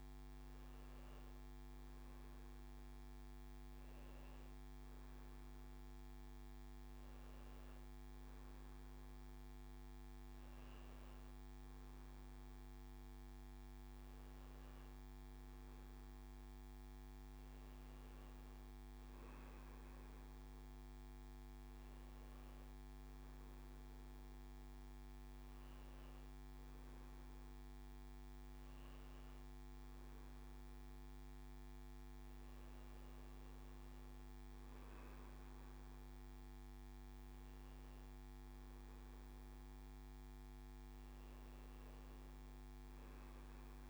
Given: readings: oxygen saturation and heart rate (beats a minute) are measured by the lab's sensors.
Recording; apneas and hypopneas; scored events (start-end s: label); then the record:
breathing in sleep, hard to hear, by a microphone on the trachea; none
none scored
From the record:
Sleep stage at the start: N2 (light sleep); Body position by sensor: on the back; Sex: male